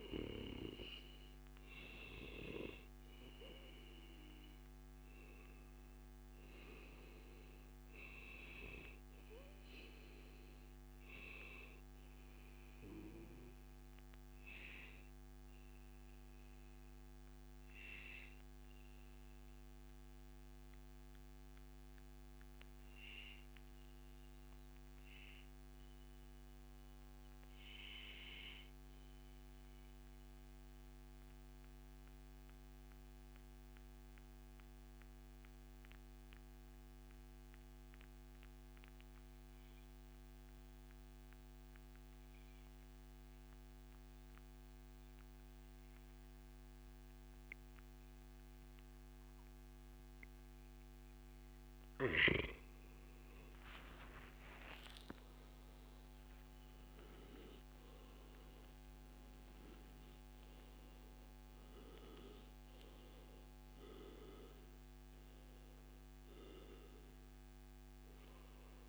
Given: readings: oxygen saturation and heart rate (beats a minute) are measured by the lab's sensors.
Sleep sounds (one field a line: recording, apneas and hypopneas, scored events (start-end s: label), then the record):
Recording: breathing in sleep by a microphone on the trachea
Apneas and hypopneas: 1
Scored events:
19.00-51.00 s: obstructive apnea (oxygen 97% before, 91% lowest, heart rate 141 before, 110 extreme, up 0 after)
53.00-58.00 s: arousal
From the record:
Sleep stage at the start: N2 (light sleep)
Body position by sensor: on the back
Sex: male